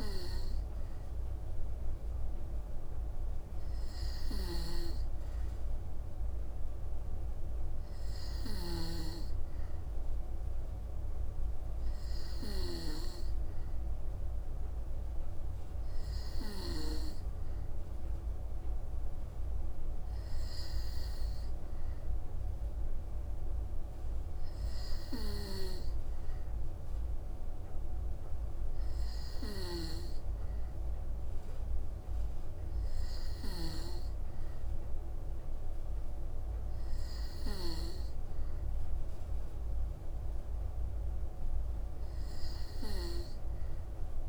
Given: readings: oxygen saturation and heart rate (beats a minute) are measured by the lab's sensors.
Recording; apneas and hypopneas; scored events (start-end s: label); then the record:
breathing in sleep by a room microphone; none
4.00-12.50 s: snoring (device-marked)
29.00-33.50 s: snoring (device-marked)
From the record:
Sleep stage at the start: N2 (light sleep); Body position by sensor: on the back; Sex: female